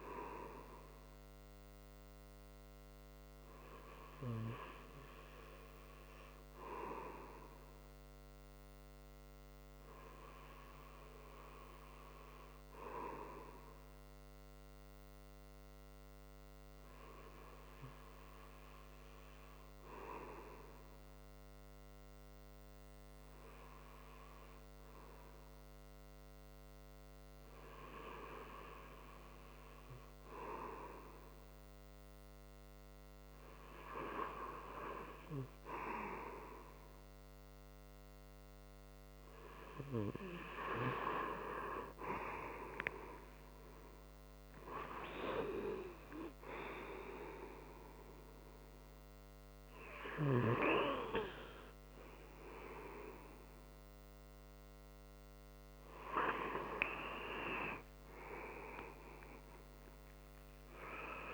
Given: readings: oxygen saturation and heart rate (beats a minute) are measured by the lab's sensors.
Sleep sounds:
breathing in sleep by a microphone on the trachea; 1
13.50-30.50 s: hypopnea (oxygen 96% before, 93% lowest)
32.50-36.50 s: arousal
41.00-61.34 s: new sleep stage, N1 (lightest sleep)
57.50-61.34 s: arousal
From the record:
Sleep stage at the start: REM sleep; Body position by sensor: on the right side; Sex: male

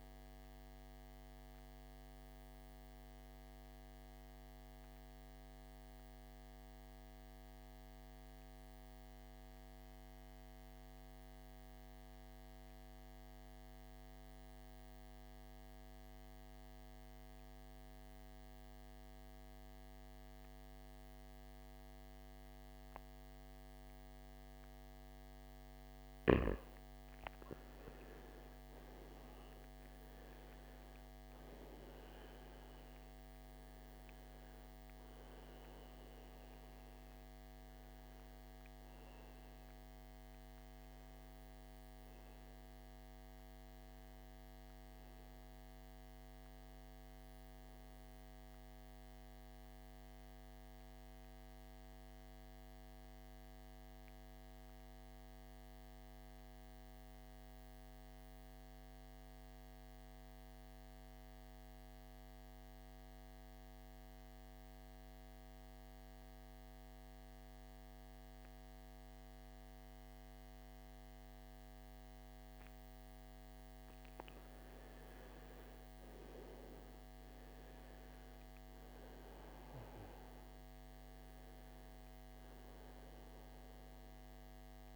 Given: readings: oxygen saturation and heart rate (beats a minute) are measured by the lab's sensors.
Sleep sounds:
breathing in sleep, hard to hear, by a microphone on the trachea; 2
0.00-3.00 s: arousal
5.50-25.00 s: mixed apnea (oxygen 99% before, 87% lowest, heart rate 60 before, 52 extreme, up 13 after)
22.00-48.00 s: oxygen desaturation (device-marked, oxygen 98% before, 87% lowest, heart rate 54 before, 54 extreme)
27.00-31.00 s: arousal
49.00-73.50 s: mixed apnea (oxygen 98% before, 84% lowest, heart rate 66 before, 54 extreme, up 15 after)
74.00-84.96 s: oxygen desaturation (device-marked, oxygen 98% before, 84% lowest, heart rate 55 before, 52 extreme)
77.00-81.50 s: arousal
From the record:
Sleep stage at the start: N2 (light sleep); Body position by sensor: on the back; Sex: male

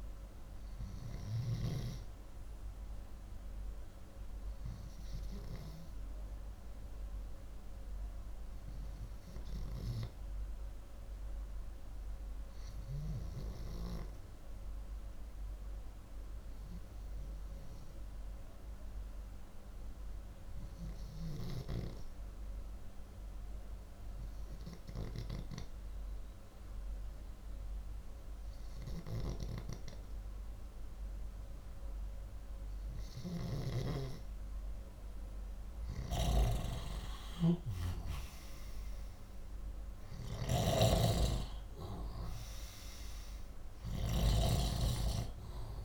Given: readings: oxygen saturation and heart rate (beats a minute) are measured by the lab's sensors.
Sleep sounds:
breathing in sleep by a room microphone; 1
11.50-33.50 s: hypopnea (oxygen 95% before, 91% lowest, heart rate 106 before, 38 extreme, up 0 after)
33.00-45.85 s: snoring (device-marked)
36.50-39.50 s: arousal
From the record:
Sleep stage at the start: N2 (light sleep); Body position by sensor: upright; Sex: male

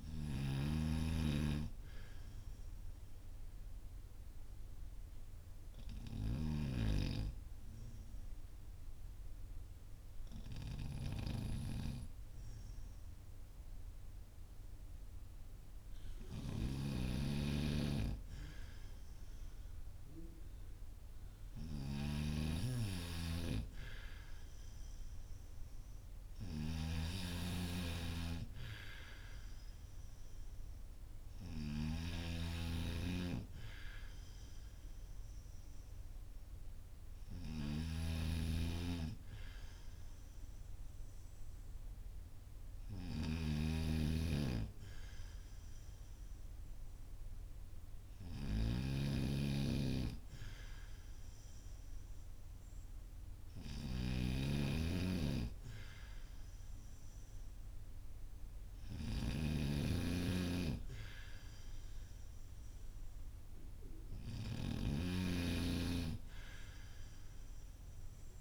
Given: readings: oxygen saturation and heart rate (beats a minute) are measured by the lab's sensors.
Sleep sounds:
breathing in sleep by a room microphone; 1
0.00-6.00 s: snoring (device-marked)
0.00-15.50 s: oxygen desaturation (device-marked, oxygen 93% lowest, heart rate 45 extreme)
2.00-17.00 s: obstructive apnea (oxygen 98% before, 93% lowest, heart rate 56 before, 45 extreme, up 6 after)
16.00-68.41 s: snoring (device-marked)
19.50-23.50 s: arousal
From the record:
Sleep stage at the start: N2 (light sleep); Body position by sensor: on the right side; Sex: male

